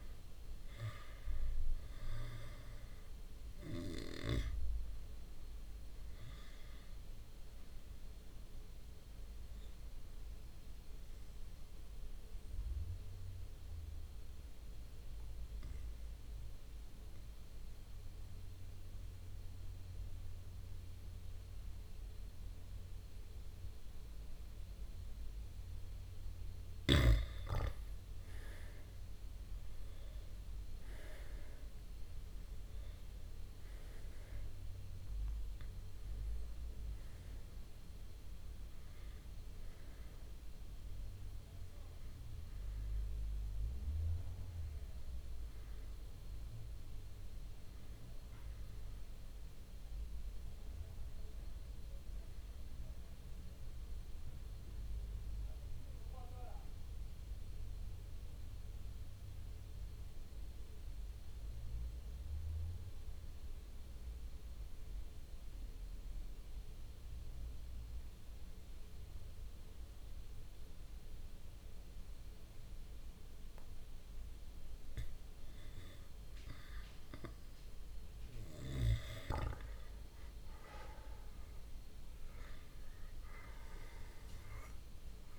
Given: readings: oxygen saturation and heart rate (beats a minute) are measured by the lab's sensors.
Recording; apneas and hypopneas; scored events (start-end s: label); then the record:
breathing in sleep by a room microphone; 2
0.00-1.00 s: arousal
10.00-26.00 s: mixed apnea (oxygen 98% before, 95% lowest)
29.00-34.50 s: arousal
43.50-59.50 s: oxygen desaturation (device-marked, oxygen 98% before, 95% lowest)
57.50-60.00 s: arousal
62.50-74.00 s: central apnea (oxygen 99% before, 94% lowest)
77.00-81.00 s: arousal
83.50-85.39 s: oxygen desaturation (device-marked, oxygen 100% before, 94% lowest)
From the record:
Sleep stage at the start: N2 (light sleep); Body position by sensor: on the back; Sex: male